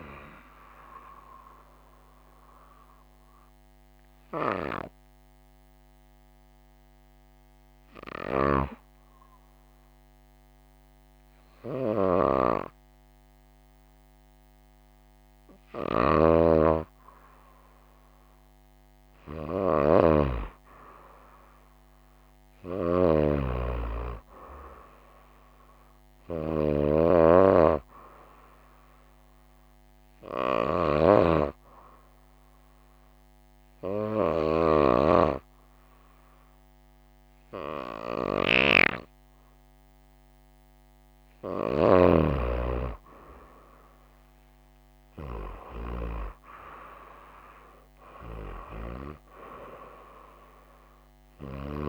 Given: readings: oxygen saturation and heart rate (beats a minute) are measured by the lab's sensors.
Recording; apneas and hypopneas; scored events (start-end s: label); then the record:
breathing in sleep by a microphone on the trachea; 2
1.00-16.50 s: hypopnea (oxygen 96% before, 94% lowest, heart rate 60 before, 53 extreme, up 3 after)
20.50-24.50 s: arousal
30.50-41.50 s: hypopnea (oxygen 97% before, 94% lowest, heart rate 57 before, 53 extreme, up 7 after)
43.50-47.50 s: arousal
From the record:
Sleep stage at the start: N2 (light sleep); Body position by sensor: on the right side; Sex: female